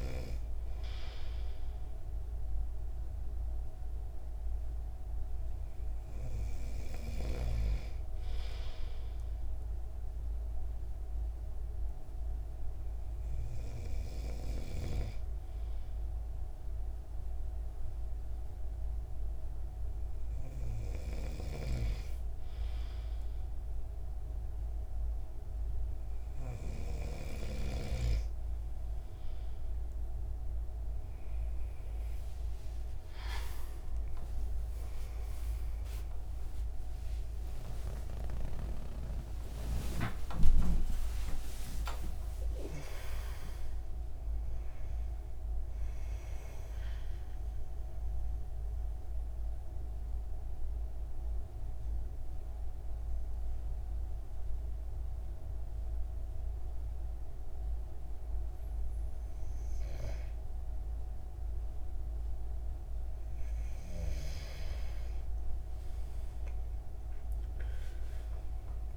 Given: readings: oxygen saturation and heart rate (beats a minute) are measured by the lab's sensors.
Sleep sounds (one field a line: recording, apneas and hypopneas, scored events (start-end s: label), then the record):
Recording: breathing in sleep by a room microphone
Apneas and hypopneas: 1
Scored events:
21.50-28.00 s: snoring (device-marked)
33.50-41.50 s: arousal
47.00-59.00 s: obstructive apnea (oxygen 96% before, 93% lowest)
65.50-68.97 s: arousal
From the record:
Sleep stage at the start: N2 (light sleep)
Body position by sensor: on the right side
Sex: male